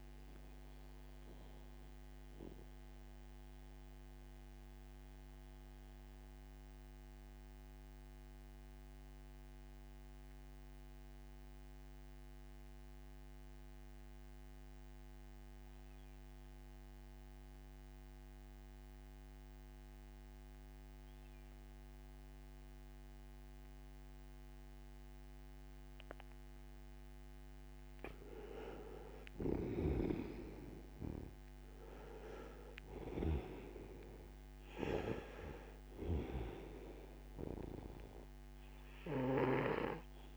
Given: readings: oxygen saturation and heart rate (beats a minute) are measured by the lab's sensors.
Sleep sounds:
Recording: breathing in sleep by a microphone on the trachea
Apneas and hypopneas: 1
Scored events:
0.00-21.00 s: oxygen desaturation (device-marked, oxygen 78% lowest, heart rate 56 extreme)
0.50-26.50 s: mixed apnea (oxygen 97% before, 78% lowest, heart rate 65 before, 56 extreme, up 16 after)
28.50-33.00 s: arousal
29.00-39.50 s: snoring (device-marked)
34.00-40.37 s: oxygen desaturation (device-marked, oxygen 98% before, 86% lowest, heart rate 62 before, 58 extreme)
From the record:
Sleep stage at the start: N2 (light sleep)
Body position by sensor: on the right side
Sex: male

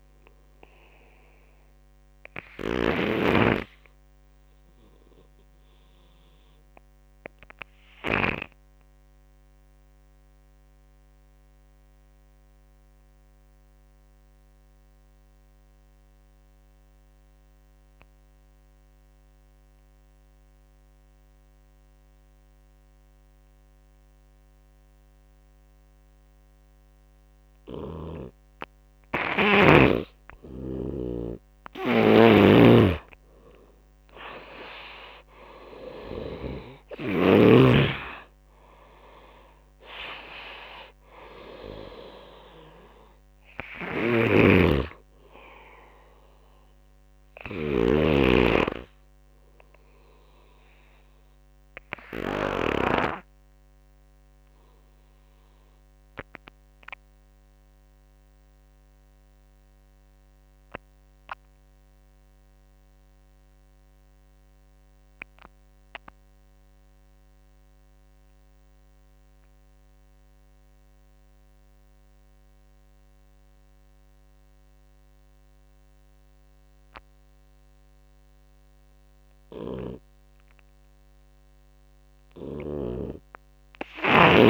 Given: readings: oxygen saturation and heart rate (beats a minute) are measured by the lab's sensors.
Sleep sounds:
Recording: breathing in sleep by a microphone on the trachea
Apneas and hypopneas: 2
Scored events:
0.00-2.00 s: snoring (device-marked)
0.00-9.00 s: oxygen desaturation (device-marked, oxygen 88% lowest)
2.00-26.50 s: obstructive apnea (oxygen 97% before, 86% lowest)
23.00-49.00 s: oxygen desaturation (device-marked, oxygen 99% before, 86% lowest)
29.50-36.00 s: snoring (device-marked)
30.00-34.00 s: arousal
43.00-52.00 s: snoring (device-marked)
50.50-79.00 s: obstructive apnea (oxygen 96% before, 83% lowest)
68.00-83.00 s: oxygen desaturation (device-marked, oxygen 99% before, 91% lowest)
78.50-84.50 s: snoring (device-marked)
From the record:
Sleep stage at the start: N2 (light sleep)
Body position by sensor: on the right side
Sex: male

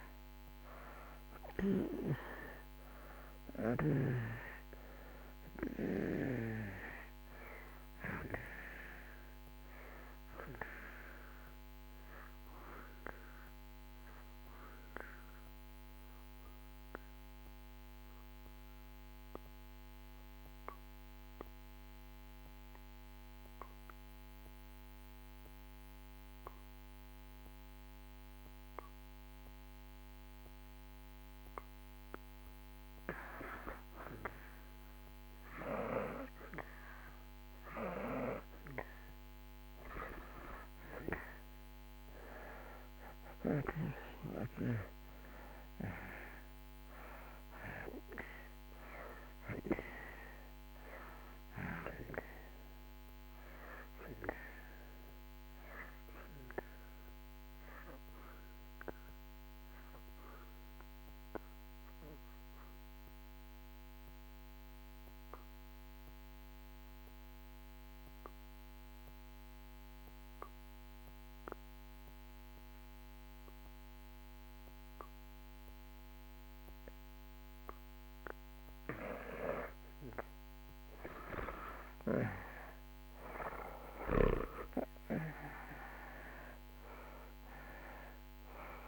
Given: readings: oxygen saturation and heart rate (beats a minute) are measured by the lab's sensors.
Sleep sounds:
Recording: breathing in sleep by a microphone on the trachea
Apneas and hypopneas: 2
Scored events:
0.00-28.50 s: oxygen desaturation (device-marked, oxygen 80% lowest)
12.50-33.00 s: obstructive apnea (oxygen 96% before, 79% lowest)
34.50-40.00 s: arousal
38.50-71.50 s: oxygen desaturation (device-marked, oxygen 95% before, 79% lowest)
56.50-79.50 s: obstructive apnea (oxygen 95% before, 77% lowest)
82.50-88.88 s: oxygen desaturation (device-marked, oxygen 95% before, 77% lowest)
84.50-88.88 s: arousal
From the record:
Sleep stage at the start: N2 (light sleep)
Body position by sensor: on the back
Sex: male

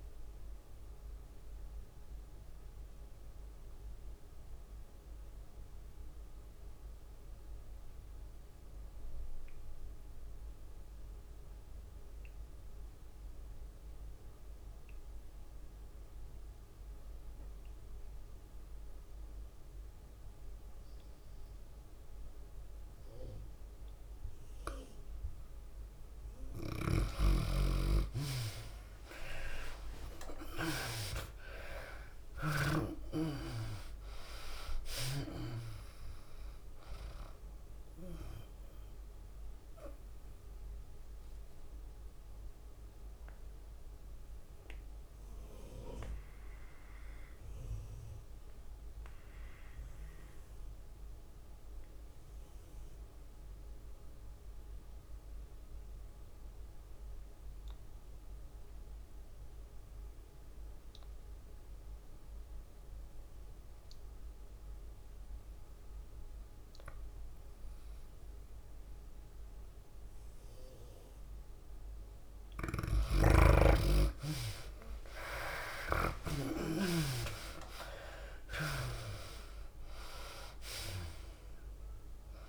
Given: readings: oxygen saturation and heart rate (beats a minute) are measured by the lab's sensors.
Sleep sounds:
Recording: breathing in sleep by a room microphone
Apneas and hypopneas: 2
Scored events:
0.00-6.50 s: tachycardia (device-marked, heart rate 148 extreme)
0.00-9.50 s: drop in pulse transit time (device-marked, heart rate 101 extreme)
0.00-18.50 s: oxygen desaturation (device-marked, oxygen 81% lowest, heart rate 93 extreme)
1.00-26.50 s: mixed apnea (oxygen 97% before, 76% lowest)
20.50-53.50 s: oxygen desaturation (device-marked, oxygen 98% before, 76% lowest)
24.50-34.50 s: tachycardia (device-marked, heart rate 102 before, 137 extreme)
27.50-29.50 s: long interval between heartbeats (device-marked, heart rate 96 before, 105 extreme)
27.50-42.50 s: drop in pulse transit time (device-marked, heart rate 96 before, 98 extreme)
29.50-34.00 s: arousal
31.00-33.00 s: long interval between heartbeats (device-marked, heart rate 97 before, 122 extreme)
33.50-35.50 s: long interval between heartbeats (device-marked, heart rate 102 before, 125 extreme)
38.00-40.00 s: long interval between heartbeats (device-marked, heart rate 107 before, 98 extreme)
40.00-72.50 s: mixed apnea (oxygen 98% before, 73% lowest)
43.50-49.50 s: bradycardia (device-marked)
55.50-82.49 s: tachycardia (device-marked, heart rate 101 before, 178 extreme)
58.50-60.50 s: long interval between heartbeats (device-marked, heart rate 78 before, 105 extreme)
61.50-82.49 s: oxygen desaturation (device-marked, oxygen 98% before, 73% lowest)
62.00-64.00 s: long interval between heartbeats (device-marked, heart rate 79 before, 113 extreme)
67.50-69.50 s: long interval between heartbeats (device-marked, heart rate 90 before, 131 extreme)
67.50-82.49 s: drop in pulse transit time (device-marked)
70.50-72.50 s: long interval between heartbeats (device-marked, heart rate 105 before, 120 extreme)
73.50-75.50 s: long interval between heartbeats (device-marked, heart rate 114 before, 130 extreme)
76.00-78.00 s: long interval between heartbeats (device-marked, heart rate 117 before, 145 extreme)
76.50-80.50 s: arousal
78.00-80.00 s: long interval between heartbeats (device-marked, heart rate 122 before, 177 extreme)
80.00-82.00 s: long interval between heartbeats (device-marked, heart rate 130 before, 158 extreme)
From the record:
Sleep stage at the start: N2 (light sleep)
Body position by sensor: on the back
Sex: female

